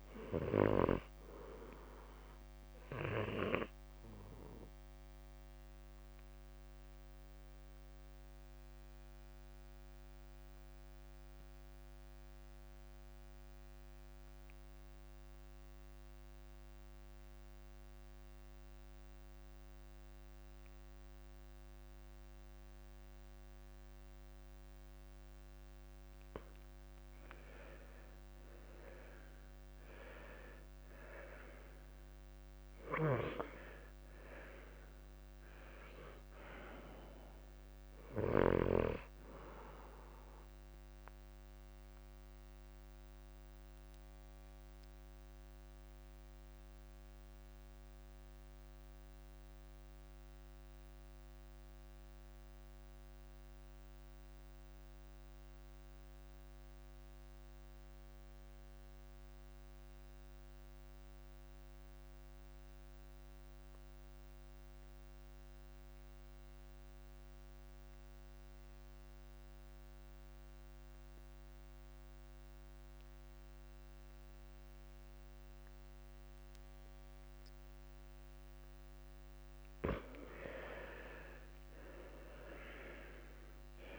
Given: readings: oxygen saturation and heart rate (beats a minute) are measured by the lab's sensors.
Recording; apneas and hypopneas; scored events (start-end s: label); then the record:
breathing in sleep by a microphone on the trachea; 2
3.00-23.00 s: oxygen desaturation (device-marked, oxygen 96% before, 92% lowest, heart rate 58 before, 52 extreme)
5.00-25.50 s: mixed apnea (oxygen 97% before, 90% lowest, heart rate 58 before, 51 extreme, up 5 after)
28.00-33.00 s: arousal
41.50-79.00 s: mixed apnea (oxygen 97% before, 86% lowest, heart rate 55 before, 51 extreme, up 9 after)
73.00-83.98 s: oxygen desaturation (device-marked, oxygen 97% before, 86% lowest, heart rate 54 before, 51 extreme)
77.50-79.50 s: long interval between heartbeats (device-marked, heart rate 55 before, 63 extreme)
81.50-83.98 s: arousal
82.50-83.98 s: long interval between heartbeats (device-marked, heart rate 58 before, 58 extreme)
From the record:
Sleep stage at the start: N2 (light sleep); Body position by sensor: on the left side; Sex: male